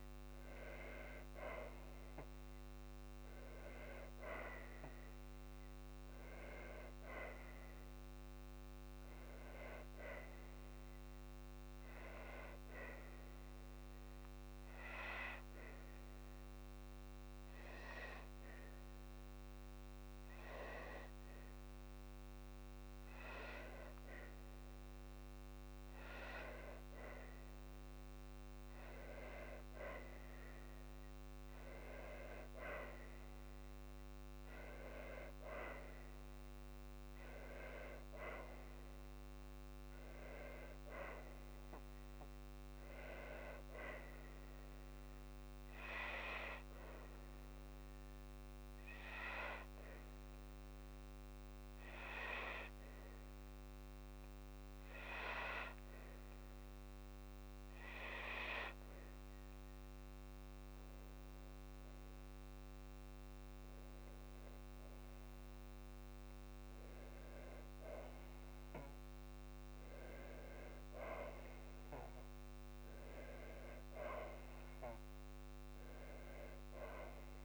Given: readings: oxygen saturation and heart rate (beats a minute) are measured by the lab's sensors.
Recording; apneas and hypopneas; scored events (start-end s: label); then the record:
breathing in sleep by a microphone on the trachea; none
none scored
From the record:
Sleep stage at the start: N2 (light sleep); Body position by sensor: on the back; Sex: female